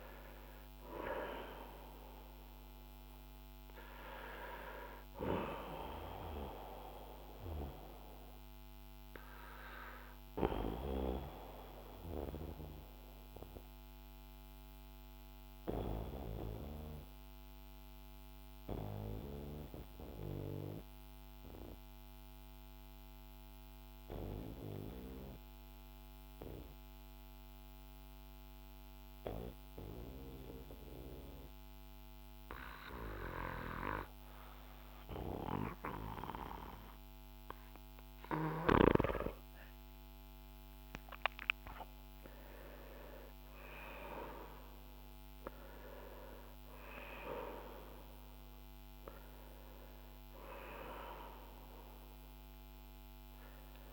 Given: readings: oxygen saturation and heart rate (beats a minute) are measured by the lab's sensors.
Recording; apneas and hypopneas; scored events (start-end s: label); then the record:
breathing in sleep by a microphone on the trachea; 1
0.00-30.00 s: oxygen desaturation (device-marked, oxygen 88% lowest, heart rate 47 extreme)
9.50-38.50 s: obstructive apnea (oxygen 96% before, 88% lowest, heart rate 58 before, 47 extreme, up 14 after)
40.00-44.50 s: arousal
From the record:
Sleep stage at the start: N2 (light sleep); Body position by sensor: on the back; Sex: male